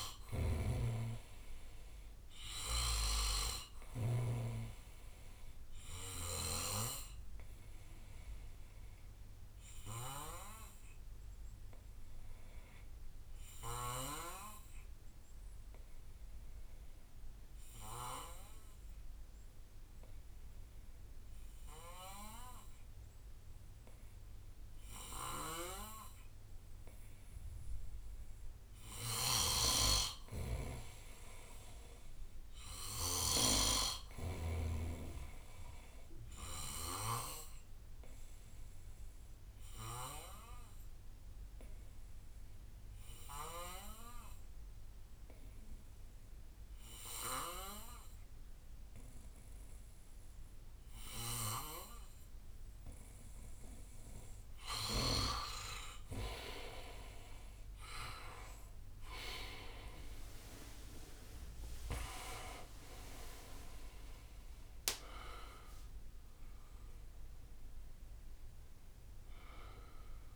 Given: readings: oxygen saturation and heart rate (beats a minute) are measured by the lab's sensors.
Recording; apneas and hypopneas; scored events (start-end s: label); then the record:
breathing in sleep by a room microphone; 2
0.00-3.00 s: arousal
0.00-4.00 s: snoring (device-marked)
0.00-19.00 s: oxygen desaturation (device-marked, oxygen 90% lowest, heart rate 55 extreme)
7.00-20.00 s: bradycardia (device-marked, heart rate 63 before, 55 extreme)
7.00-27.00 s: obstructive apnea (oxygen 99% before, 89% lowest, heart rate 64 before, 55 extreme, up 11 after)
25.00-33.00 s: snoring (device-marked)
29.00-49.00 s: oxygen desaturation (device-marked, oxygen 97% before, 90% lowest, heart rate 59 before, 59 extreme)
29.50-32.50 s: arousal
38.50-53.50 s: obstructive apnea (oxygen 97% before, 89% lowest, heart rate 62 before, 59 extreme, up 19 after)
57.00-62.00 s: arousal
60.00-70.36 s: drop in pulse transit time (device-marked, heart rate 63 before, 72 extreme)
61.00-70.36 s: oxygen desaturation (device-marked, oxygen 95% before, 89% lowest, heart rate 64 before, 59 extreme)
From the record:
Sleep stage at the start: N2 (light sleep); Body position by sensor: on the back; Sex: male